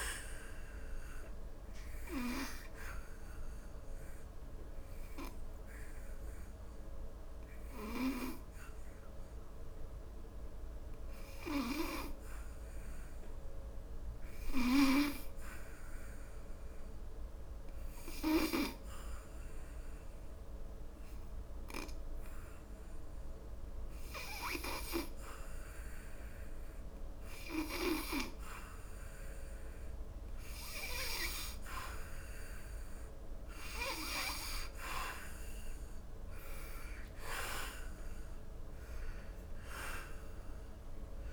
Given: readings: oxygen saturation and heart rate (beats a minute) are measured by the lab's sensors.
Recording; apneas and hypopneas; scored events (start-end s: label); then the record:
breathing in sleep by a room microphone; 1
0.00-1.00 s: oxygen desaturation (device-marked, oxygen 86% lowest, heart rate 73 extreme)
4.00-27.50 s: obstructive apnea (oxygen 93% before, 85% lowest, heart rate 79 before, 69 extreme, up 8 after)
30.00-34.00 s: arousal
34.00-41.33 s: oxygen desaturation (device-marked, oxygen 97% before, 85% lowest, heart rate 74 before, 68 extreme)
From the record:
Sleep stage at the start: N2 (light sleep); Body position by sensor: on the back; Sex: male